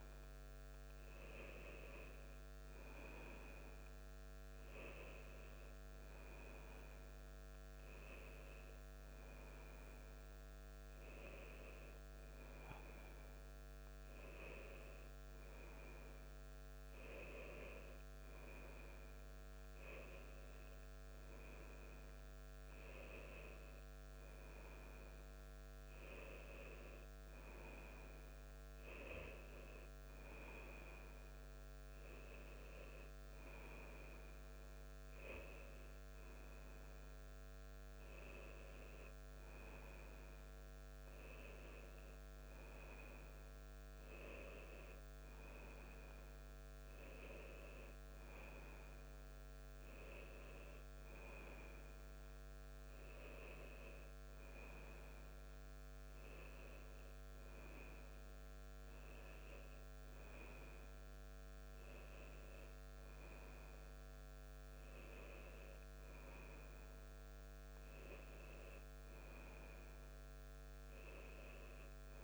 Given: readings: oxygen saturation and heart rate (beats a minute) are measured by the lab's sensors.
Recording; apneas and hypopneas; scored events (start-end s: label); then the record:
a person awake in a sleep study, by a microphone on the trachea; none
none scored
From the record:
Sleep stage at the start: awake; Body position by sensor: on the back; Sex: male